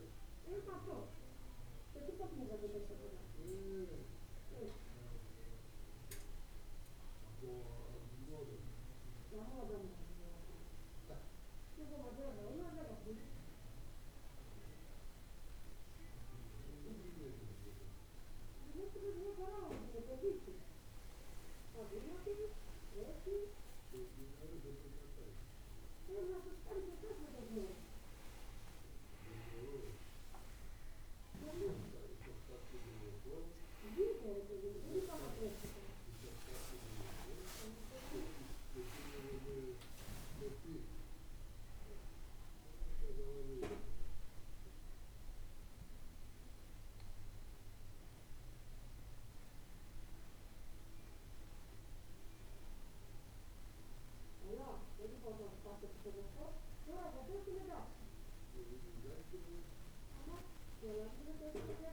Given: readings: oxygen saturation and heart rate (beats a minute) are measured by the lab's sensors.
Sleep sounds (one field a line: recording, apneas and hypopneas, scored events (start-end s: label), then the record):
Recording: breathing in sleep by a room microphone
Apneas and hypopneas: none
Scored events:
28.50-32.00 s: arousal
From the record:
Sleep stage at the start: N1 (lightest sleep)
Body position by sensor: on the back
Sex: male